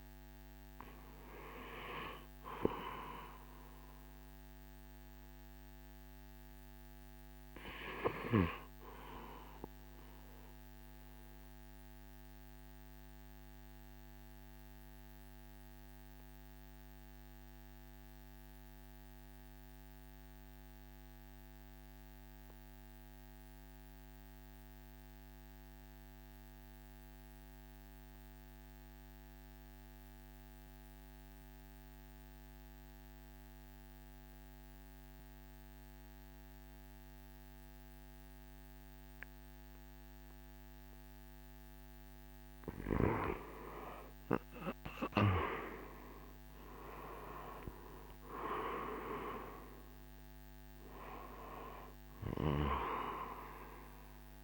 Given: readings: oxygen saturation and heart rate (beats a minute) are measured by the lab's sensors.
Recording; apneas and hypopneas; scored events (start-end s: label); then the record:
breathing in sleep by a microphone on the trachea; 1
0.00-17.00 s: oxygen desaturation (device-marked, oxygen 83% lowest, heart rate 52 extreme)
9.00-42.00 s: obstructive apnea (oxygen 95% before, 80% lowest, heart rate 62 before, 52 extreme, up 17 after)
36.00-54.43 s: oxygen desaturation (device-marked, oxygen 97% before, 80% lowest, heart rate 54 before, 53 extreme)
44.00-47.00 s: arousal
48.00-54.43 s: drop in pulse transit time (device-marked, heart rate 54 before, 53 extreme)
From the record:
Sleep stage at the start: REM sleep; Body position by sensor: on the right side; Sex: male